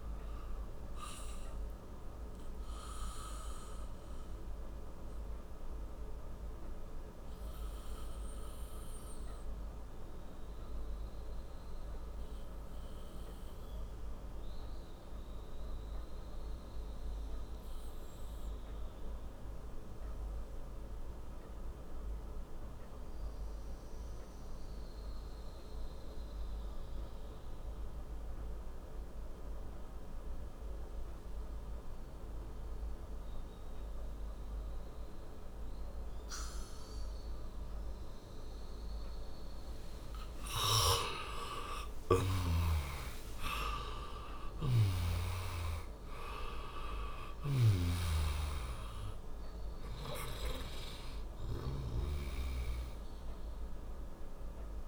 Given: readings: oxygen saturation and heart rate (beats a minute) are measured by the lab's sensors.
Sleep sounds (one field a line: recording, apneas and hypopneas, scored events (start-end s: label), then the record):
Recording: breathing in sleep by a room microphone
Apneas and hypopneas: 1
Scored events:
0.00-24.50 s: oxygen desaturation (device-marked, oxygen 86% lowest, heart rate 35 extreme)
1.00-38.00 s: obstructive apnea (oxygen 98% before, 86% lowest)
41.00-47.00 s: arousal
42.00-48.00 s: snoring (device-marked)
From the record:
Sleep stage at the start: N2 (light sleep)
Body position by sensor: on the back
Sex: male